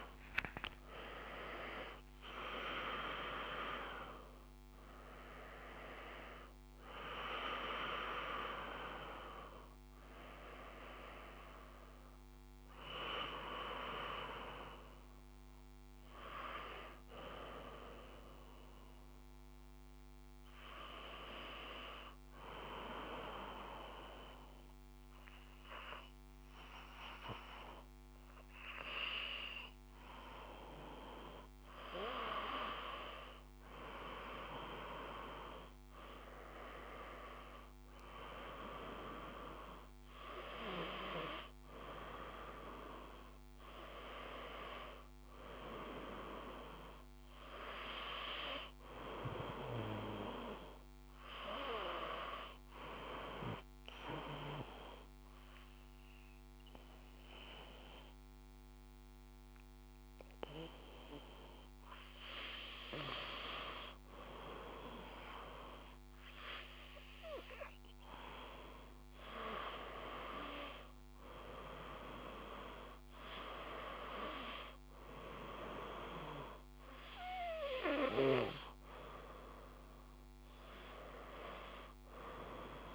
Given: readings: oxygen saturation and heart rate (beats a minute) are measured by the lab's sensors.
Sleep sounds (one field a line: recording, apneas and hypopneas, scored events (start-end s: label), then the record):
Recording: breathing in sleep by a microphone on the trachea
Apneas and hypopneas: 2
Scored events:
21.00-32.00 s: hypopnea (oxygen 98% before, 94% lowest, heart rate 68 before, 59 extreme, up 1 after)
27.00-82.95 s: new sleep stage, N2 (light sleep)
34.00-40.00 s: arousal
53.00-63.00 s: obstructive apnea (oxygen 98% before, 94% lowest, heart rate 60 before, 57 extreme, up 0 after)
65.00-70.50 s: arousal
75.00-82.95 s: oxygen desaturation (device-marked, oxygen 97% before, 94% lowest, heart rate 59 before, 58 extreme)
From the record:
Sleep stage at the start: N1 (lightest sleep)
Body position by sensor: on the back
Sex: male